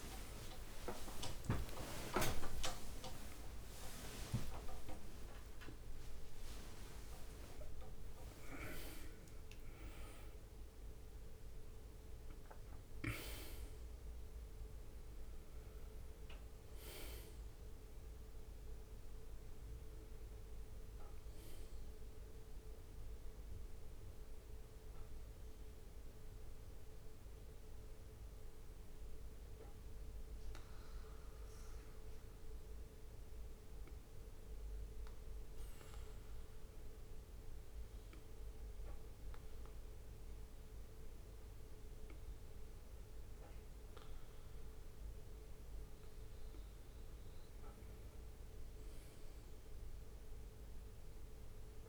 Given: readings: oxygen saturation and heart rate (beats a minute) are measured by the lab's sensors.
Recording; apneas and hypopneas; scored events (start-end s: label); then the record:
a person partly awake in a sleep study, by a room microphone; 1
0.00-8.00 s: oxygen desaturation (device-marked, oxygen 93% lowest, heart rate 65 extreme)
8.00-10.00 s: long interval between heartbeats (device-marked, heart rate 70 before, 85 extreme)
19.00-49.00 s: new sleep stage, N1 (lightest sleep)
30.00-45.00 s: mixed apnea (oxygen 98% before, 94% lowest, heart rate 78 before, 64 extreme, up 2 after)
49.00-51.89 s: new sleep stage, N2 (light sleep)
49.50-51.89 s: arousal
From the record:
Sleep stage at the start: awake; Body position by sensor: on the back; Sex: male